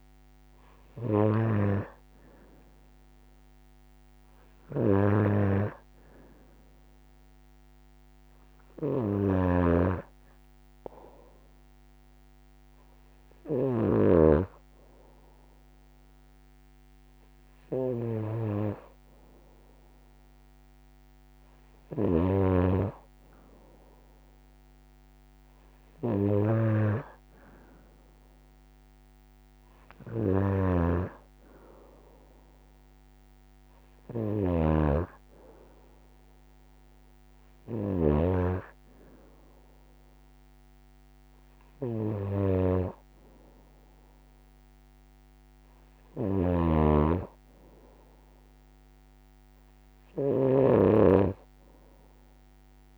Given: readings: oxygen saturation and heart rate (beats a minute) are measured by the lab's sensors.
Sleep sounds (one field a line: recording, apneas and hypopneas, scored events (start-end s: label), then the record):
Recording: breathing in sleep by a microphone on the trachea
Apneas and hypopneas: none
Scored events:
none scored
From the record:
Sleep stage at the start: N2 (light sleep)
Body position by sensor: on the right side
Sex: female